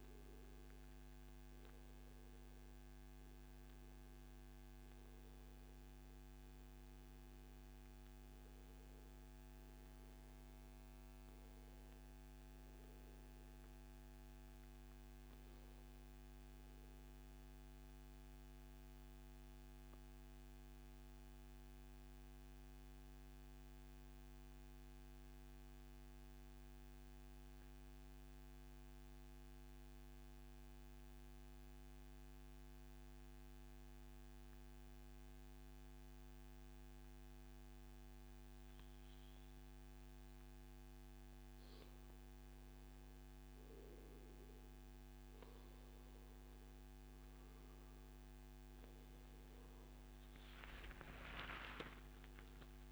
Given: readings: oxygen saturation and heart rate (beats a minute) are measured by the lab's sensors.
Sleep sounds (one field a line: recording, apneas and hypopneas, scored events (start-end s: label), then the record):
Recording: breathing in sleep, hard to hear, by a microphone on the trachea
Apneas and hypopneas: 1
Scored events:
2.00-52.92 s: new sleep stage, N2 (light sleep)
4.00-25.00 s: oxygen desaturation (device-marked, oxygen 98% before, 94% lowest, heart rate 127 before, 140 extreme)
17.50-41.00 s: central apnea (oxygen 98% before, 91% lowest, heart rate 142 before, 140 extreme, up 1 after)
46.00-50.50 s: arousal
46.00-52.92 s: oxygen desaturation (device-marked, oxygen 97% before, 91% lowest, heart rate 143 before, 113 extreme)
From the record:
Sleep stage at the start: N1 (lightest sleep)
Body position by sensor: on the back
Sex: male